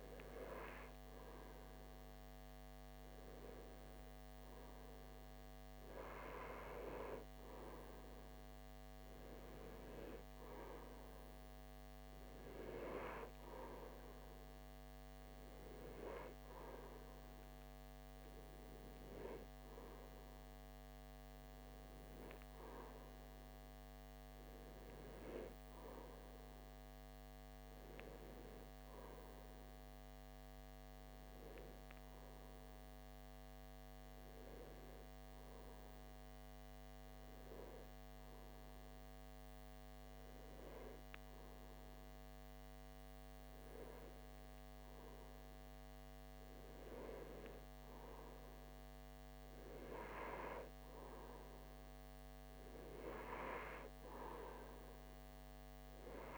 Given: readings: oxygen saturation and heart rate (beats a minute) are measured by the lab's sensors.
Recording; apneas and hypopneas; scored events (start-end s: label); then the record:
breathing in sleep by a microphone on the trachea; none
none scored
From the record:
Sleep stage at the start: N2 (light sleep); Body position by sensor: on the right side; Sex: male